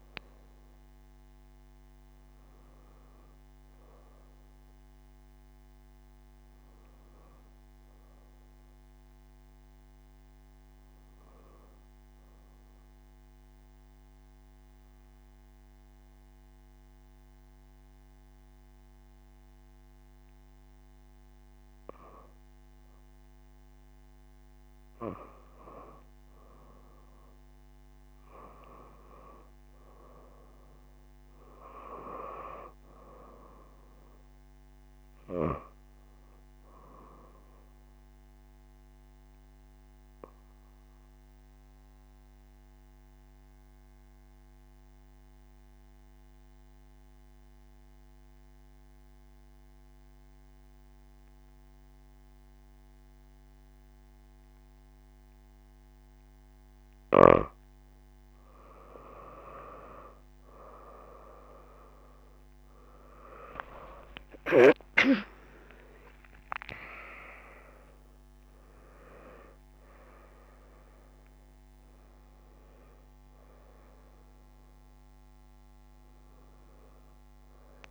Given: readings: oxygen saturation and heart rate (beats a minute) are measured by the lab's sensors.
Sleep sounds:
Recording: breathing in sleep by a microphone on the trachea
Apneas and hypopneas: 2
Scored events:
0.00-18.00 s: oxygen desaturation (device-marked, oxygen 87% lowest)
12.00-25.00 s: hypopnea (oxygen 93% before, 87% lowest)
28.00-32.00 s: arousal
32.00-49.00 s: oxygen desaturation (device-marked, oxygen 97% before, 91% lowest)
37.50-57.00 s: obstructive apnea (oxygen 97% before, 87% lowest)
57.00-77.91 s: oxygen desaturation (device-marked, oxygen 94% before, 87% lowest)
62.50-66.50 s: arousal
From the record:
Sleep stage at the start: N2 (light sleep)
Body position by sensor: on the back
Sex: female

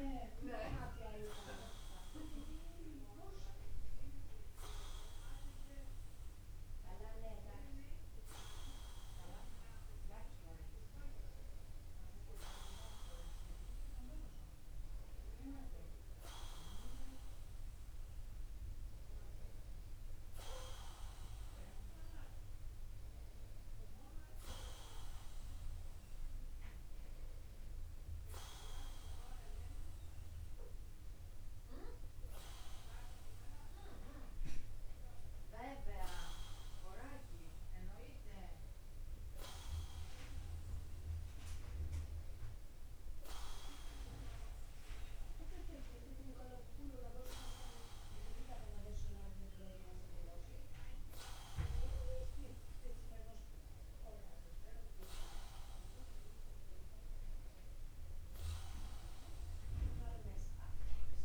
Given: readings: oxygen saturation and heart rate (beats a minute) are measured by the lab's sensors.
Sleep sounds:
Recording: breathing in sleep by a room microphone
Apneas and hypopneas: none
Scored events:
2.00-4.00 s: long interval between heartbeats (device-marked)
11.00-13.00 s: long interval between heartbeats (device-marked)
14.00-16.00 s: long interval between heartbeats (device-marked, heart rate 31 before, 25 extreme)
32.00-34.00 s: long interval between heartbeats (device-marked)
34.00-36.00 s: long interval between heartbeats (device-marked)
49.50-51.50 s: long interval between heartbeats (device-marked)
From the record:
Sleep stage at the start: N2 (light sleep)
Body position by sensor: upright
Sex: male

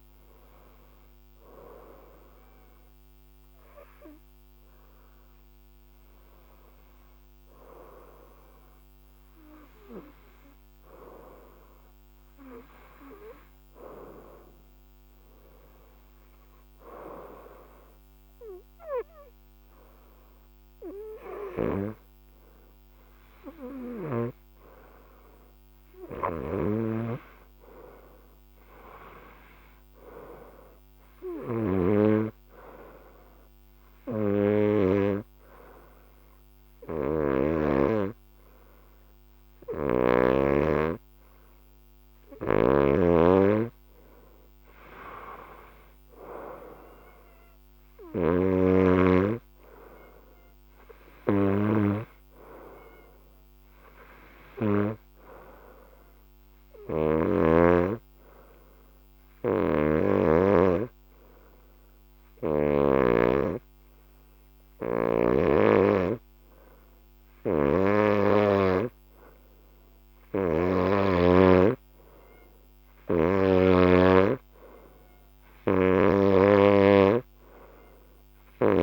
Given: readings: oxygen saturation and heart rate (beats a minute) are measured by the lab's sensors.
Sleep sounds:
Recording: breathing in sleep by a microphone on the trachea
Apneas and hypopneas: 2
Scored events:
26.00-40.00 s: snoring (device-marked)
33.00-44.50 s: hypopnea (oxygen 96% before, 91% lowest, heart rate 73 before, 74 extreme, up 5 after)
42.00-48.00 s: snoring (device-marked)
47.50-51.50 s: arousal
57.00-69.50 s: hypopnea (oxygen 95% before, 91% lowest, heart rate 77 before, 77 extreme, up 0 after)
59.00-62.50 s: snoring (device-marked)
67.00-70.50 s: snoring (device-marked)
72.00-78.82 s: oxygen desaturation (device-marked, oxygen 94% before, 91% lowest, heart rate 78 before, 67 extreme)
72.50-78.82 s: snoring (device-marked)
From the record:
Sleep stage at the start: N2 (light sleep)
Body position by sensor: on the right side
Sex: female

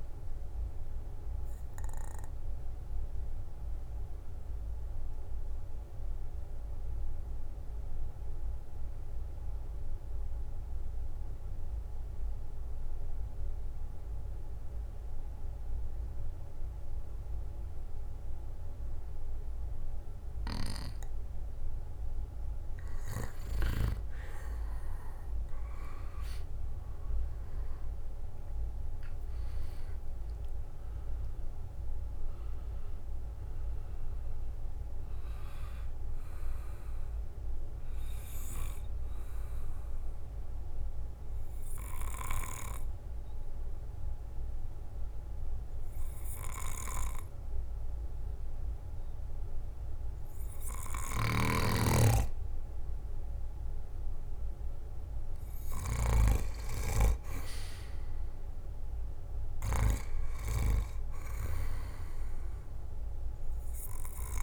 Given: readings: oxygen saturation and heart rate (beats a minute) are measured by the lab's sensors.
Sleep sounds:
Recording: breathing in sleep by a room microphone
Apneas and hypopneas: 2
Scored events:
0.00-11.50 s: oxygen desaturation (device-marked, oxygen 92% lowest, heart rate 57 extreme)
2.00-21.00 s: mixed apnea (oxygen 98% before, 86% lowest, heart rate 62 before, 53 extreme, up 13 after)
23.50-50.50 s: oxygen desaturation (device-marked, oxygen 98% before, 86% lowest, heart rate 60 before, 53 extreme)
25.50-30.50 s: arousal
27.50-39.50 s: drop in pulse transit time (device-marked, heart rate 61 before, 63 extreme)
37.00-55.00 s: obstructive apnea (oxygen 98% before, 86% lowest, heart rate 66 before, 53 extreme, up 10 after)
57.00-60.50 s: arousal
61.50-64.43 s: oxygen desaturation (device-marked, oxygen 98% before, 94% lowest, heart rate 59 before, 56 extreme)
From the record:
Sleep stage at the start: N2 (light sleep)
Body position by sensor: on the back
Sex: male

